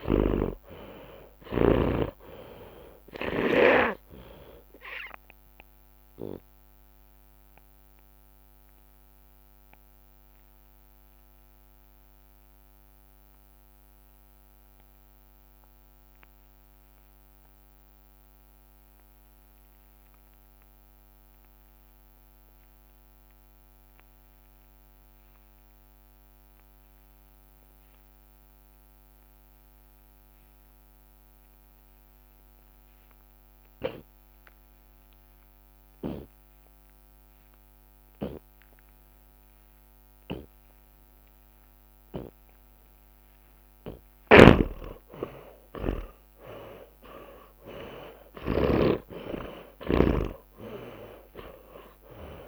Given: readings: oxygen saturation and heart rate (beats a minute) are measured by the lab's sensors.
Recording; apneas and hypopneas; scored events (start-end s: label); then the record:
breathing in sleep by a microphone on the trachea; 1
0.00-2.00 s: long interval between heartbeats (device-marked, heart rate 73 before, 116 extreme)
0.00-3.50 s: snoring (device-marked)
0.00-10.00 s: tachycardia (device-marked, heart rate 131 extreme)
0.00-21.00 s: drop in pulse transit time (device-marked)
2.50-4.50 s: long interval between heartbeats (device-marked, heart rate 80 before, 121 extreme)
12.00-38.00 s: obstructive apnea (oxygen 97% before, 78% lowest)
18.00-35.00 s: oxygen desaturation (device-marked, oxygen 96% before, 80% lowest, heart rate 87 before, 50 extreme)
31.00-33.00 s: long interval between heartbeats (device-marked, heart rate 49 before, 66 extreme)
33.00-38.00 s: tachycardia (device-marked, heart rate 50 before, 110 extreme)
34.00-36.00 s: long interval between heartbeats (device-marked, heart rate 49 before, 86 extreme)
36.00-38.00 s: long interval between heartbeats (device-marked, heart rate 56 before, 110 extreme)
38.00-40.00 s: long interval between heartbeats (device-marked, heart rate 65 before, 112 extreme)
39.00-45.00 s: tachycardia (device-marked, heart rate 51 before, 119 extreme)
40.00-42.00 s: long interval between heartbeats (device-marked, heart rate 74 before, 99 extreme)
42.00-44.00 s: long interval between heartbeats (device-marked, heart rate 78 before, 109 extreme)
42.50-48.50 s: arousal
44.00-52.48 s: drop in pulse transit time (device-marked)
44.00-52.48 s: snoring (device-marked)
44.50-46.50 s: long interval between heartbeats (device-marked, heart rate 83 before, 117 extreme)
47.00-49.00 s: long interval between heartbeats (device-marked, heart rate 92 before, 88 extreme)
50.50-52.48 s: long interval between heartbeats (device-marked, heart rate 98 before, 66 extreme)
From the record:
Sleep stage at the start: N2 (light sleep); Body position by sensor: on the left side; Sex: male